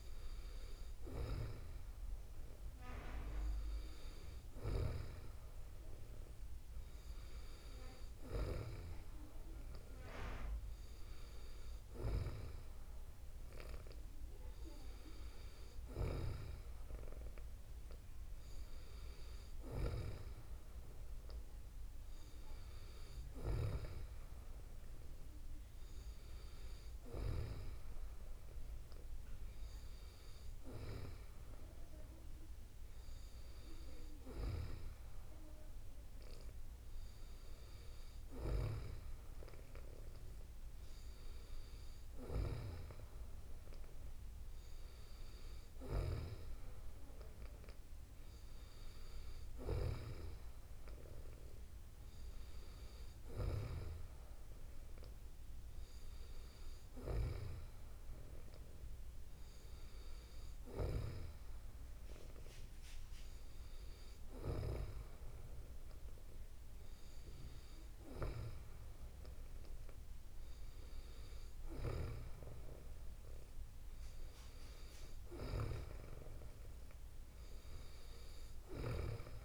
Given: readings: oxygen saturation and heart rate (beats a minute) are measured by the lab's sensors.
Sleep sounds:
breathing in sleep by a room microphone; none
none scored
From the record:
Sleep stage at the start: N2 (light sleep); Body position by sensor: on the back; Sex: female

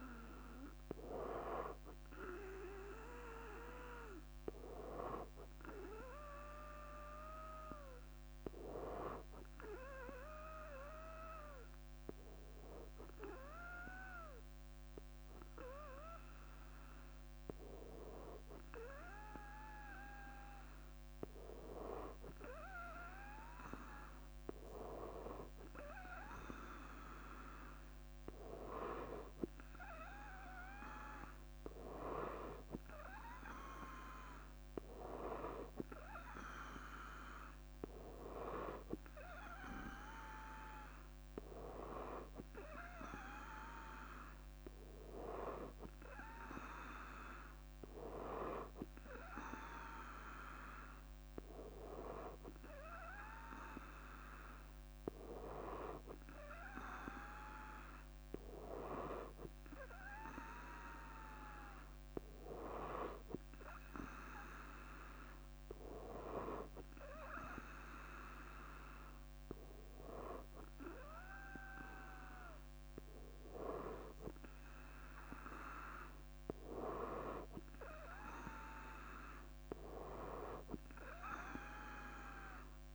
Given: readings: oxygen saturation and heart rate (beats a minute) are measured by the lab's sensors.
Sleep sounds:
breathing in sleep by a microphone on the trachea; none
19.00-21.00 s: leg movement (device-marked)
77.00-82.95 s: leg movement (device-marked)
From the record:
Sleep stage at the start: N2 (light sleep); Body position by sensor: on the front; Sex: female

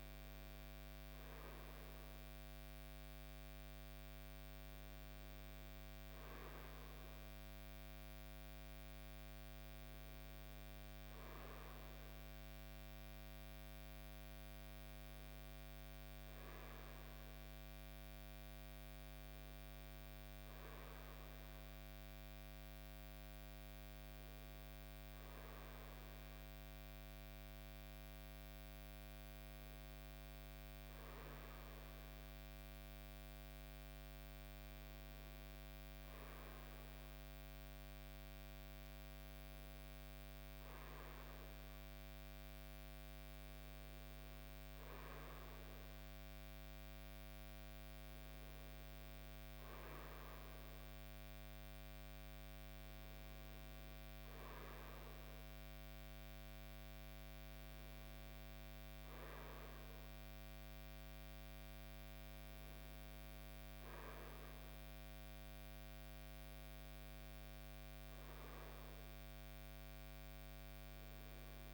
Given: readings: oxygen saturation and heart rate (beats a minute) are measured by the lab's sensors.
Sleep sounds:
breathing in sleep, hard to hear, by a microphone on the trachea; none
none scored
From the record:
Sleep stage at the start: REM sleep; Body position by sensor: on the front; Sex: male

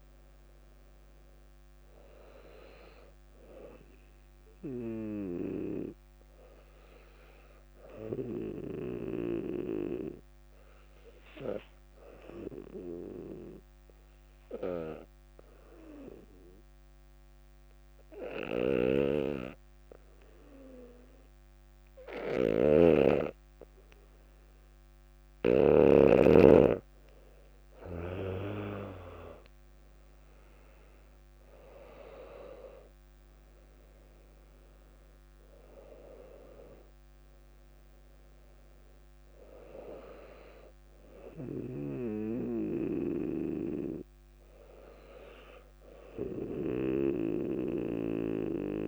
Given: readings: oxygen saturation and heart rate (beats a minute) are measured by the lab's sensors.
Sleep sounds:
breathing in sleep by a microphone on the trachea; 1
0.00-16.50 s: oxygen desaturation (device-marked, oxygen 95% lowest, heart rate 58 extreme)
12.00-26.50 s: obstructive apnea (oxygen 99% before, 95% lowest, heart rate 63 before, 56 extreme, up 3 after)
22.50-26.00 s: snoring (device-marked)
29.00-33.00 s: arousal
32.50-48.88 s: oxygen desaturation (device-marked, oxygen 99% before, 95% lowest, heart rate 63 before, 56 extreme)
From the record:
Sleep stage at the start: N2 (light sleep); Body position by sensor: on the back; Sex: female

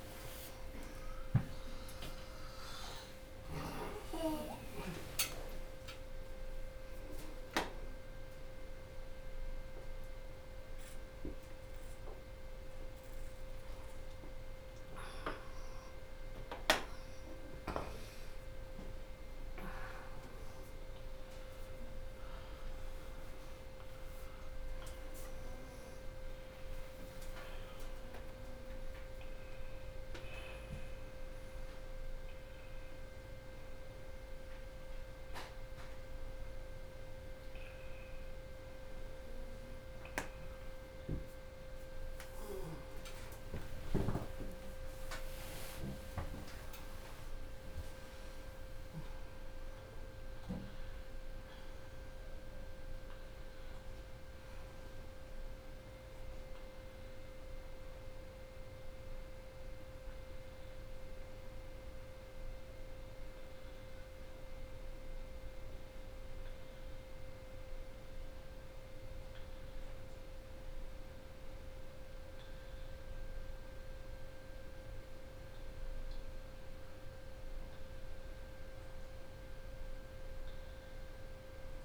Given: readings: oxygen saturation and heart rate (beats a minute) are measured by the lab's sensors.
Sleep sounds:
a person awake in a sleep study, by a room microphone; none
0.00-1.50 s: long interval between heartbeats (device-marked, heart rate 115 extreme)
0.00-3.50 s: oxygen desaturation (device-marked, oxygen 89% lowest, heart rate 95 extreme)
0.00-9.50 s: drop in pulse transit time (device-marked, heart rate 95 extreme)
3.50-5.50 s: long interval between heartbeats (device-marked, heart rate 91 before, 102 extreme)
18.00-20.00 s: long interval between heartbeats (device-marked, heart rate 107 before, 125 extreme)
18.50-29.50 s: drop in pulse transit time (device-marked, heart rate 108 before, 116 extreme)
21.50-23.50 s: long interval between heartbeats (device-marked, heart rate 111 before, 146 extreme)
26.00-28.00 s: long interval between heartbeats (device-marked, heart rate 117 before, 139 extreme)
28.50-30.50 s: long interval between heartbeats (device-marked, heart rate 122 before, 116 extreme)
35.00-37.00 s: long interval between heartbeats (device-marked, heart rate 123 before, 102 extreme)
40.50-42.50 s: long interval between heartbeats (device-marked, heart rate 120 before, 109 extreme)
43.00-45.00 s: long interval between heartbeats (device-marked, heart rate 117 before, 121 extreme)
45.00-47.00 s: long interval between heartbeats (device-marked, heart rate 115 before, 134 extreme)
From the record:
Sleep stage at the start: awake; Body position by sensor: upright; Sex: female

